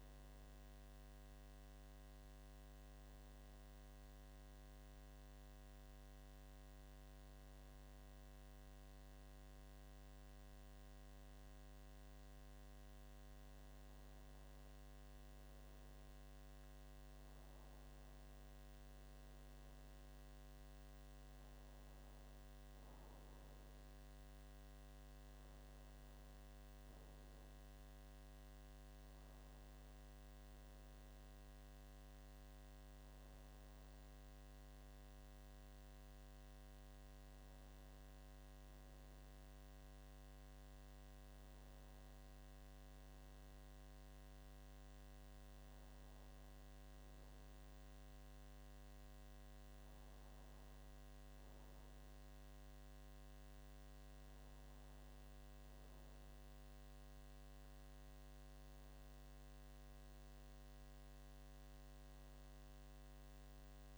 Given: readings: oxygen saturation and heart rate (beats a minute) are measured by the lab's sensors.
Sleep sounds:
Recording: breathing in sleep, hard to hear, by a microphone on the trachea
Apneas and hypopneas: none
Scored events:
none scored
From the record:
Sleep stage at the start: N2 (light sleep)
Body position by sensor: on the back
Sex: male

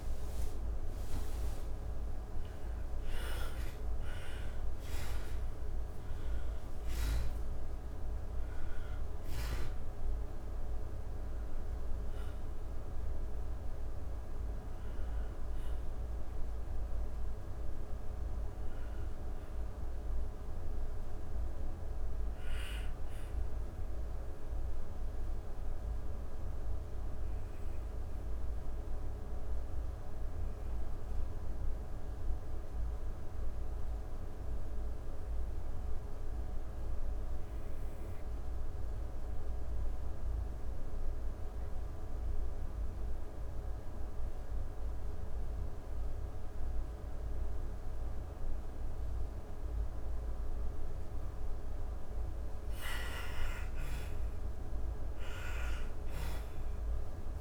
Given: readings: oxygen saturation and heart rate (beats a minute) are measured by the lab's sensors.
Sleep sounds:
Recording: breathing in sleep, hard to hear, by a room microphone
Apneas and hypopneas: 1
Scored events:
0.00-2.50 s: arousal
0.00-25.50 s: oxygen desaturation (device-marked, oxygen 85% lowest)
12.50-49.00 s: obstructive apnea (oxygen 99% before, 85% lowest)
48.50-57.41 s: oxygen desaturation (device-marked, oxygen 99% before, 87% lowest)
51.00-56.50 s: arousal
From the record:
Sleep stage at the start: N2 (light sleep)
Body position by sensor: on the back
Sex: female

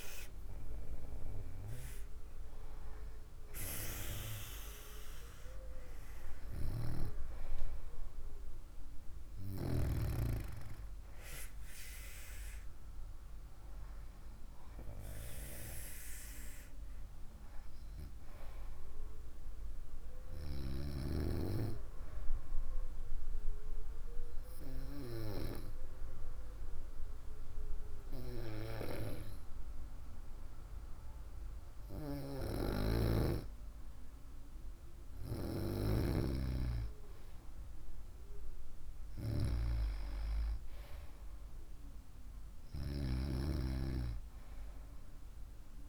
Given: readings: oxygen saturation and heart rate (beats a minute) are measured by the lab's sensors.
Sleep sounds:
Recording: breathing in sleep by a room microphone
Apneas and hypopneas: 1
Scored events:
22.50-34.50 s: hypopnea (oxygen 96% before, 95% lowest, heart rate 64 before, 58 extreme, up 3 after)
37.00-41.00 s: arousal
From the record:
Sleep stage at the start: N2 (light sleep)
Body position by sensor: on the right side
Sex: female

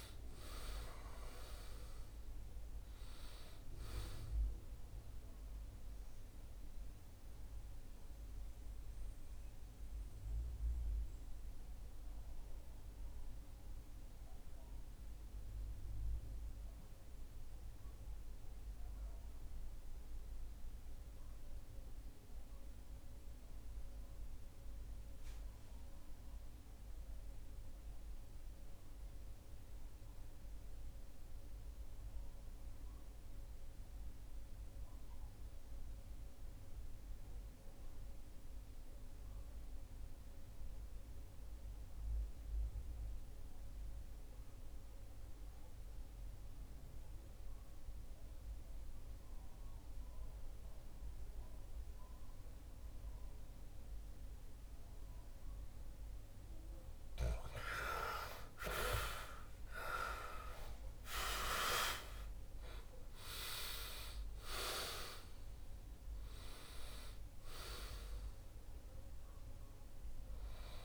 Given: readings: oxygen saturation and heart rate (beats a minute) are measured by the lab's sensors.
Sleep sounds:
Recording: breathing in sleep by a room microphone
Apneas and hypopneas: 1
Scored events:
0.00-21.50 s: oxygen desaturation (device-marked, oxygen 82% lowest, heart rate 57 extreme)
3.50-52.50 s: mixed apnea (oxygen 95% before, 79% lowest, heart rate 69 before, 57 extreme, up 10 after)
35.50-70.85 s: oxygen desaturation (device-marked, oxygen 99% before, 79% lowest, heart rate 66 before, 57 extreme)
57.00-61.50 s: arousal
From the record:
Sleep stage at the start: REM sleep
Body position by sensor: on the back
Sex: male

